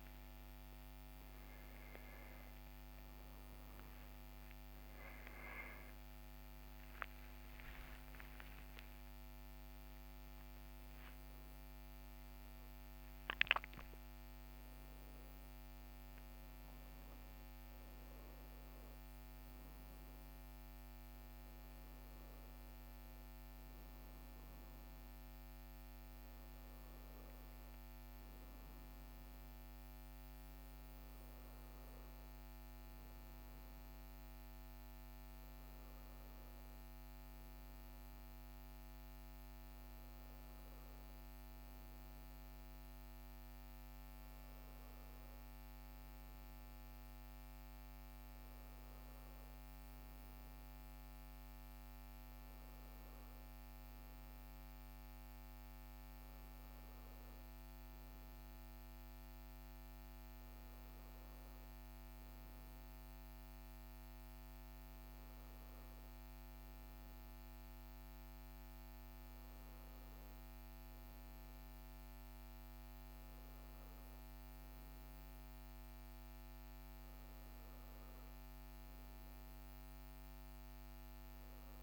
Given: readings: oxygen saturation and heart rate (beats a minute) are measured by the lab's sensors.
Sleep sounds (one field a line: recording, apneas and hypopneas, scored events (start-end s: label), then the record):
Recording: a person partly awake in a sleep study, hard to hear, by a microphone on the trachea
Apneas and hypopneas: none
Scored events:
12.00-81.83 s: new sleep stage, N1 (lightest sleep)
From the record:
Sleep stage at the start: awake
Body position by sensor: on the right side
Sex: male